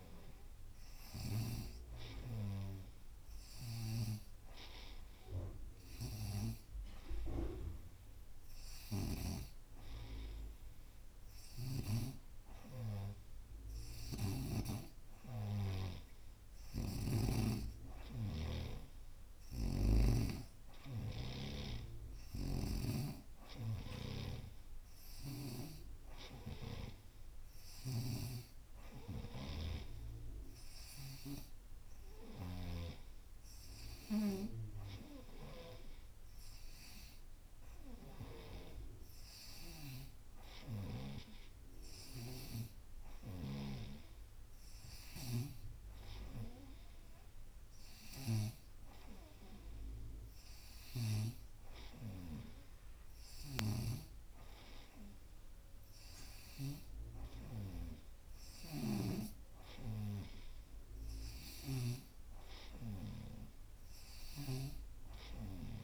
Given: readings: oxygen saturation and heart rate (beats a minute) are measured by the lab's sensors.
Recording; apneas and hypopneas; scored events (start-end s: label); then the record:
breathing in sleep by a room microphone; none
16.50-32.50 s: snoring (device-marked)
40.50-45.50 s: snoring (device-marked)
53.50-62.00 s: snoring (device-marked)
64.00-65.84 s: snoring (device-marked)
From the record:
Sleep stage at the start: N2 (light sleep); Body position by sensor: on the right side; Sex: female